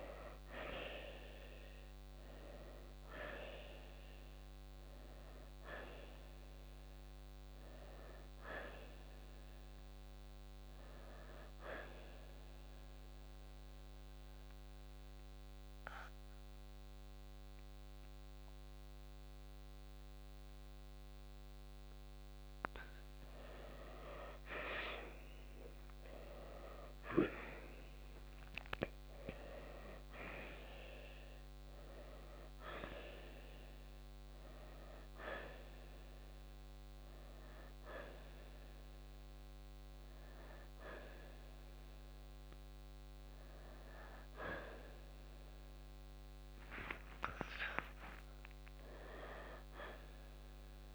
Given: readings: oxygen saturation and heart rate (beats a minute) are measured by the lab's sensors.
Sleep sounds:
a person partly awake in a sleep study, by a microphone on the trachea; 1
11.00-23.00 s: oxygen desaturation (device-marked, oxygen 93% before, 86% lowest, heart rate 66 before, 57 extreme)
12.50-23.00 s: central apnea (oxygen 94% before, 86% lowest, heart rate 66 before, 57 extreme, up 12 after)
32.00-50.95 s: new sleep stage, awake
40.00-50.95 s: oxygen desaturation (device-marked, oxygen 93% before, 87% lowest, heart rate 65 before, 63 extreme)
From the record:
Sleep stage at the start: N2 (light sleep); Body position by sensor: on the right side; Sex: male

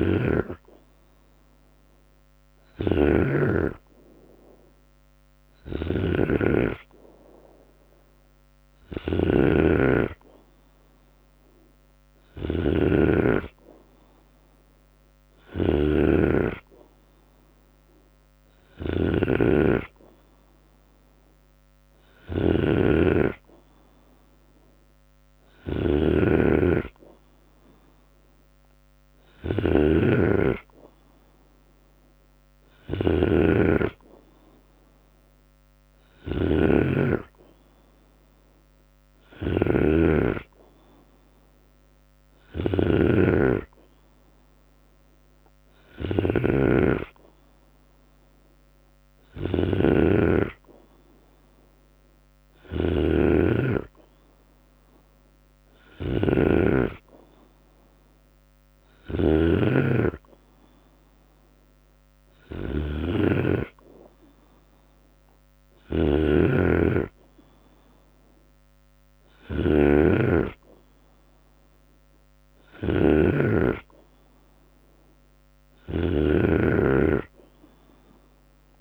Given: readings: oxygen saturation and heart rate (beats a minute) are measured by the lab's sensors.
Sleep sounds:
breathing in sleep by a microphone on the trachea; none
0.00-78.81 s: snoring (device-marked)
5.00-7.00 s: long interval between heartbeats (device-marked, heart rate 73 before, 73 extreme)
6.50-16.50 s: drop in pulse transit time (device-marked, heart rate 74 before, 71 extreme)
7.50-9.50 s: long interval between heartbeats (device-marked, heart rate 74 before, 83 extreme)
19.00-21.00 s: long interval between heartbeats (device-marked, heart rate 75 before, 78 extreme)
33.00-35.00 s: long interval between heartbeats (device-marked, heart rate 77 before, 78 extreme)
48.00-50.00 s: long interval between heartbeats (device-marked, heart rate 77 before, 83 extreme)
67.00-69.00 s: long interval between heartbeats (device-marked, heart rate 79 before, 85 extreme)
From the record:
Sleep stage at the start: N2 (light sleep); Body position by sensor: on the right side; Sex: male

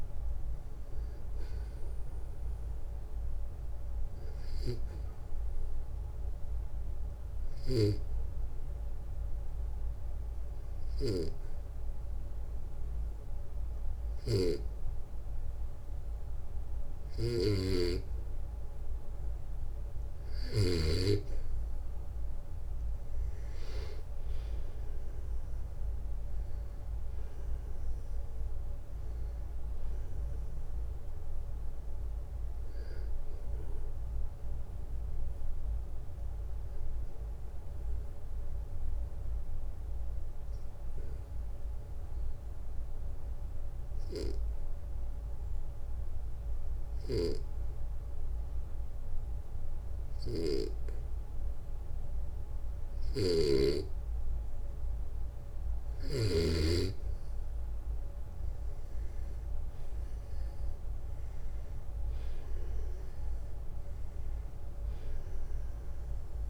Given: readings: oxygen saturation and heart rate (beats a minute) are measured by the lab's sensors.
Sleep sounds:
breathing in sleep by a room microphone; 2
5.00-18.50 s: obstructive apnea (oxygen 98% before, 94% lowest, heart rate 61 before, 56 extreme, up 6 after)
10.00-20.00 s: snoring (device-marked)
23.50-28.00 s: arousal
36.50-54.50 s: obstructive apnea (oxygen 96% before, 92% lowest, heart rate 65 before, 56 extreme, up 10 after)
46.00-53.00 s: snoring (device-marked)
59.50-63.50 s: arousal
60.00-66.50 s: oxygen desaturation (device-marked, oxygen 97% before, 95% lowest, heart rate 58 before, 55 extreme)
From the record:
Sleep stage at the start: N2 (light sleep); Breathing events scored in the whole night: 243 in 4.0 hours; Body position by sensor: on the back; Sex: male

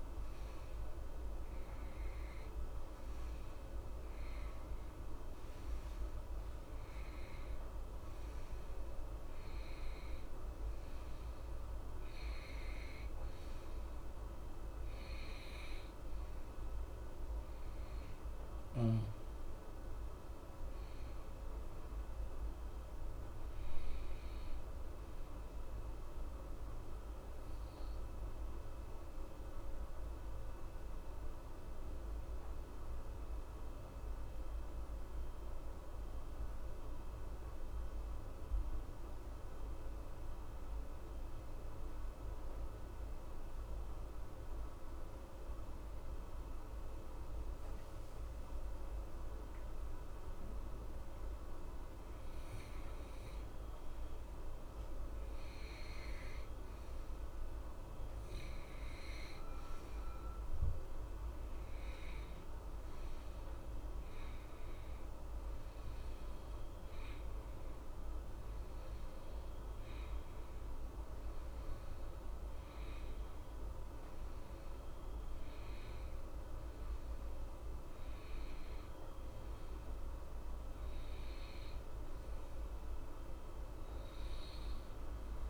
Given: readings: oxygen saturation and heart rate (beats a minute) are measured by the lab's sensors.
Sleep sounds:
breathing in sleep, hard to hear, by a room microphone; 1
0.00-38.50 s: oxygen desaturation (device-marked, oxygen 89% lowest, heart rate 61 extreme)
19.50-23.00 s: arousal
25.50-50.00 s: obstructive apnea (oxygen 94% before, 88% lowest, heart rate 62 before, 61 extreme, up 4 after)
52.00-55.50 s: arousal
59.50-64.50 s: oxygen desaturation (device-marked, oxygen 95% before, 92% lowest, heart rate 63 before, 61 extreme)
80.00-83.50 s: arousal
84.50-85.50 s: oxygen desaturation (device-marked, oxygen 91% before, 88% lowest, heart rate 61 before, 61 extreme)
From the record:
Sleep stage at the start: N2 (light sleep); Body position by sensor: on the right side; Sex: male

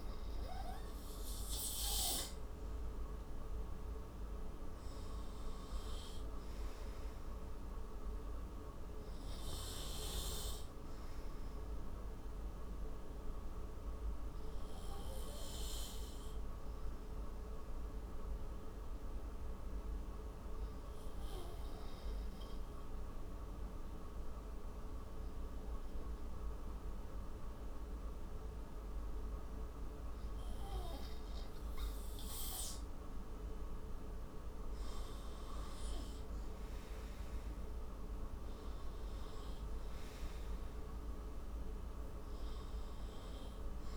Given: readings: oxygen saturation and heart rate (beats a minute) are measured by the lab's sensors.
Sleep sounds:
breathing in sleep, hard to hear, by a room microphone; 1
9.50-13.00 s: arousal
16.00-33.00 s: obstructive apnea (oxygen 96% before, 94% lowest)
34.50-37.00 s: arousal
From the record:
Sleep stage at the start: N2 (light sleep); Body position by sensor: on the right side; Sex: male

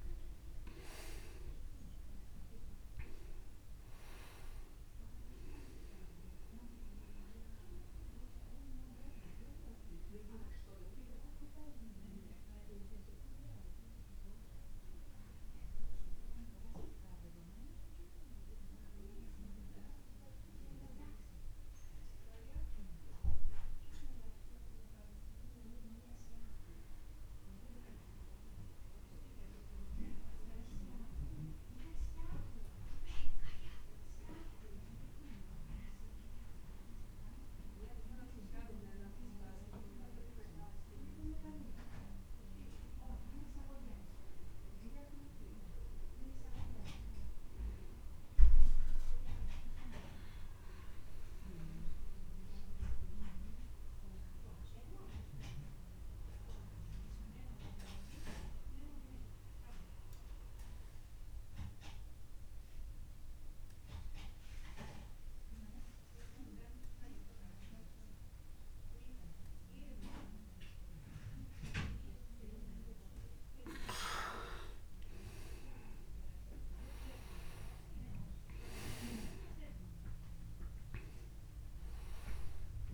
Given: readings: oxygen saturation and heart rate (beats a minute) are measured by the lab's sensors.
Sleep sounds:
breathing in sleep by a room microphone; 1
0.00-1.50 s: arousal
0.00-26.00 s: oxygen desaturation (device-marked, oxygen 92% lowest)
13.00-82.94 s: new sleep stage, N1 (lightest sleep)
43.50-47.00 s: arousal
52.00-73.00 s: obstructive apnea (oxygen 99% before, 91% lowest)
72.00-82.94 s: oxygen desaturation (device-marked, oxygen 97% before, 91% lowest)
74.00-78.50 s: arousal
From the record:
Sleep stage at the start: N2 (light sleep); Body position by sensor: on the back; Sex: male

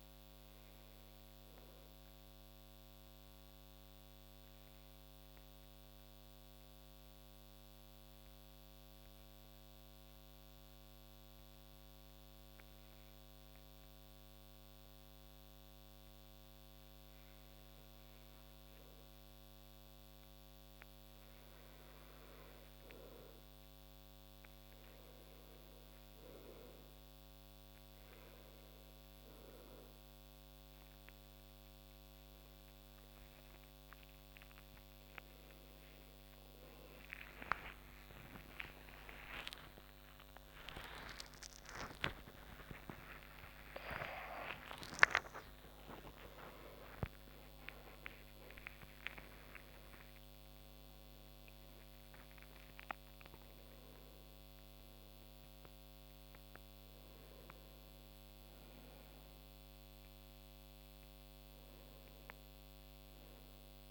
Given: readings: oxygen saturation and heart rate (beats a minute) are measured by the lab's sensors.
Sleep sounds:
breathing in sleep by a microphone on the trachea; 1
0.00-13.50 s: oxygen desaturation (device-marked, oxygen 91% lowest)
3.00-20.00 s: obstructive apnea (oxygen 98% before, 91% lowest)
24.50-51.50 s: oxygen desaturation (device-marked, oxygen 97% before, 91% lowest)
34.00-41.00 s: arousal
40.50-63.91 s: new sleep stage, N1 (lightest sleep)
From the record:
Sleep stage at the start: N2 (light sleep); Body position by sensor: on the back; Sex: male

